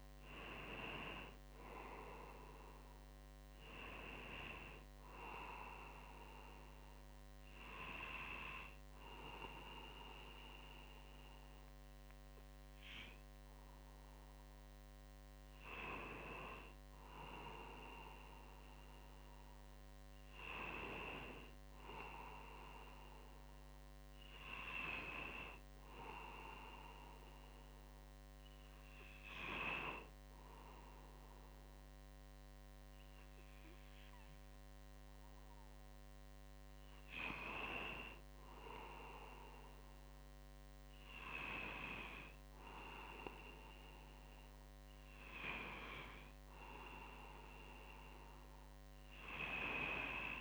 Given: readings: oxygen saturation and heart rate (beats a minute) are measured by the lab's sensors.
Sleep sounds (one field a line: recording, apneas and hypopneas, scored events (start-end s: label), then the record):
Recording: breathing in sleep by a microphone on the trachea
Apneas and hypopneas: 1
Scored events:
0.00-1.00 s: arousal
6.00-16.00 s: obstructive apnea (oxygen 96% before, 95% lowest, heart rate 64 before, 61 extreme, up 2 after)
18.50-50.41 s: new sleep stage, N2 (light sleep)
19.00-23.00 s: arousal
From the record:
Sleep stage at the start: N1 (lightest sleep)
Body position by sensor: on the front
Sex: male